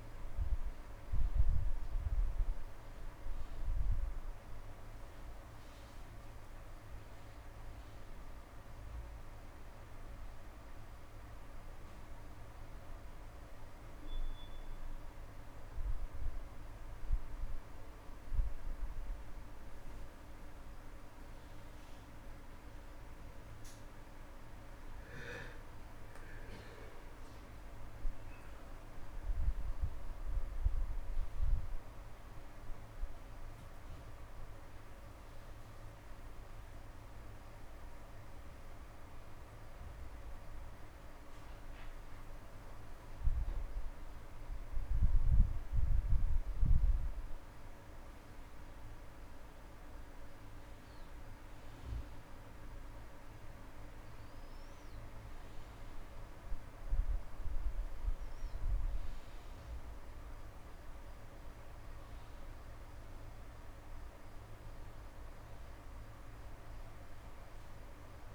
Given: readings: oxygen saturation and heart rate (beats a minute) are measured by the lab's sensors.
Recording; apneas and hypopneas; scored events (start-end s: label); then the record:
breathing in sleep, hard to hear, by a room microphone; 1
12.00-14.00 s: long interval between heartbeats (device-marked)
25.50-30.50 s: arousal
29.00-31.00 s: long interval between heartbeats (device-marked)
35.00-45.00 s: obstructive apnea
36.50 s: drop in pulse transit time (device-marked)
41.50-43.50 s: long interval between heartbeats (device-marked)
52.00-54.00 s: long interval between heartbeats (device-marked)
55.50-68.35 s: new sleep stage, awake
From the record:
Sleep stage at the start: N2 (light sleep); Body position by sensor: on the back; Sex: male